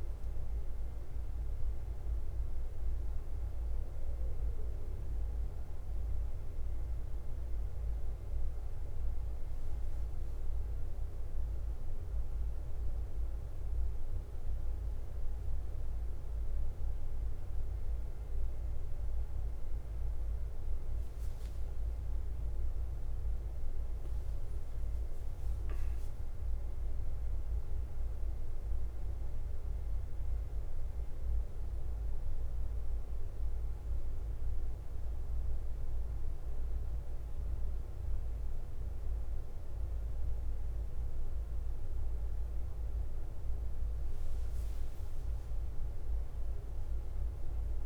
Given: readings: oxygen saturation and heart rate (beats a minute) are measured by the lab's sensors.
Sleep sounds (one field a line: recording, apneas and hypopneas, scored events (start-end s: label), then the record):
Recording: breathing in sleep, hard to hear, by a room microphone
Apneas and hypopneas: none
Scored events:
0.00-47.86 s: bradycardia (device-marked, heart rate 45 extreme)
From the record:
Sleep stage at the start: N1 (lightest sleep)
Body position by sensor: on the back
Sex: male